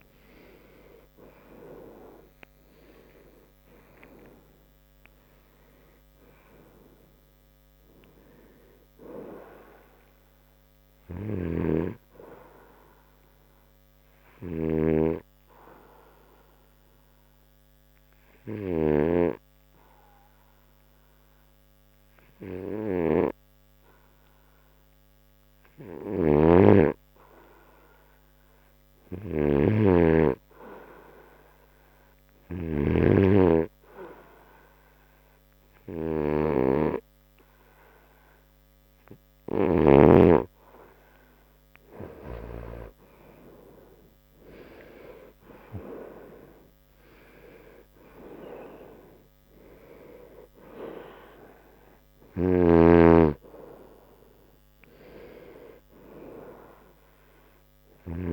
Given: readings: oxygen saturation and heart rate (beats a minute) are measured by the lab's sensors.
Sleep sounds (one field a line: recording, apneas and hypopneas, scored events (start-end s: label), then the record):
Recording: breathing in sleep by a microphone on the trachea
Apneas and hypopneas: 1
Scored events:
2.50-7.50 s: arousal
16.00-27.00 s: obstructive apnea (oxygen 93% before, 91% lowest, heart rate 83 before, 71 extreme, up 0 after)
29.00-32.50 s: arousal
From the record:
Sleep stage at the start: N2 (light sleep)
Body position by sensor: on the right side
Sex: male